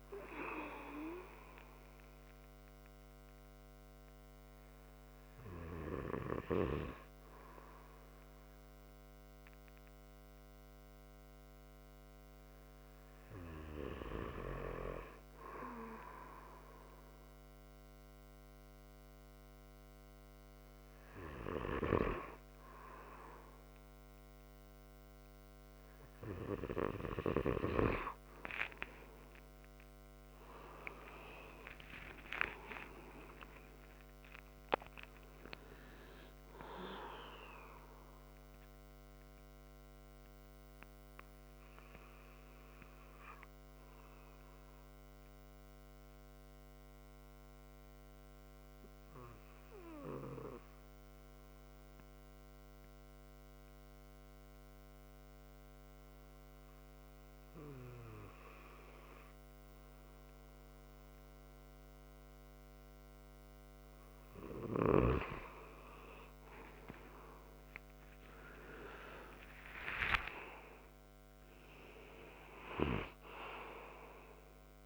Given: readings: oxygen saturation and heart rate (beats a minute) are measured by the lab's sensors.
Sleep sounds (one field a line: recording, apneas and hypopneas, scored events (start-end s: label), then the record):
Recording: breathing in sleep by a microphone on the trachea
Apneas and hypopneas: 1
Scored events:
30.50-34.50 s: arousal
39.50-64.00 s: obstructive apnea (oxygen 97% before, 91% lowest)
66.00-70.00 s: arousal
67.50-74.86 s: oxygen desaturation (device-marked, oxygen 97% before, 91% lowest)
From the record:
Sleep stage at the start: N2 (light sleep)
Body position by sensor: on the right side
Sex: male